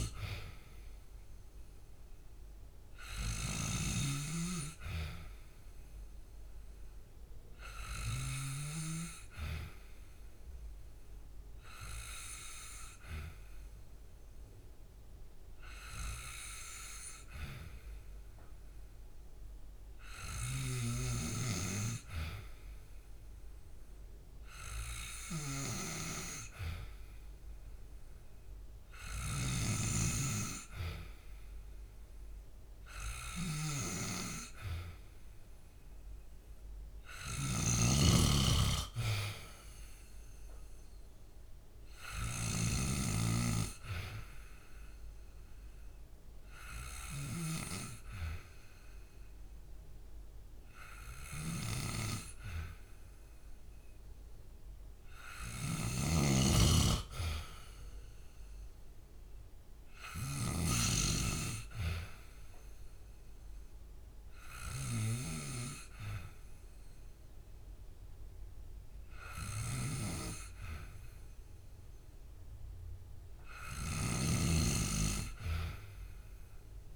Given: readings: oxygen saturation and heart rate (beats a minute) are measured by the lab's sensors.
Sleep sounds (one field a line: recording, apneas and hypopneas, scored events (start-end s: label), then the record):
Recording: breathing in sleep by a room microphone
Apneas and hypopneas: none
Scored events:
0.00-4.00 s: snoring (device-marked)
29.00-42.50 s: snoring (device-marked)
55.50-60.50 s: snoring (device-marked)
73.50-76.96 s: snoring (device-marked)
From the record:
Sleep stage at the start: N2 (light sleep)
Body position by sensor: on the back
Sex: male